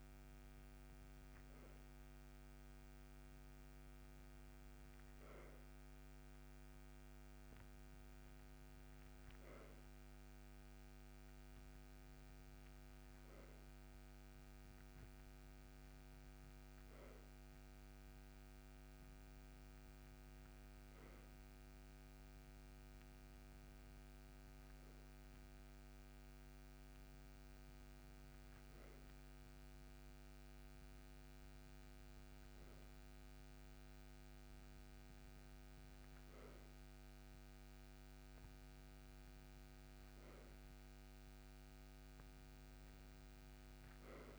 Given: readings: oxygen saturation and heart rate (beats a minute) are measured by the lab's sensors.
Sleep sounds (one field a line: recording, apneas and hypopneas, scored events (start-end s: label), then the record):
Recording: breathing in sleep, hard to hear, by a microphone on the trachea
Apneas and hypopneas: none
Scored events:
none scored
From the record:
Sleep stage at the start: N2 (light sleep)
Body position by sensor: on the right side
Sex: male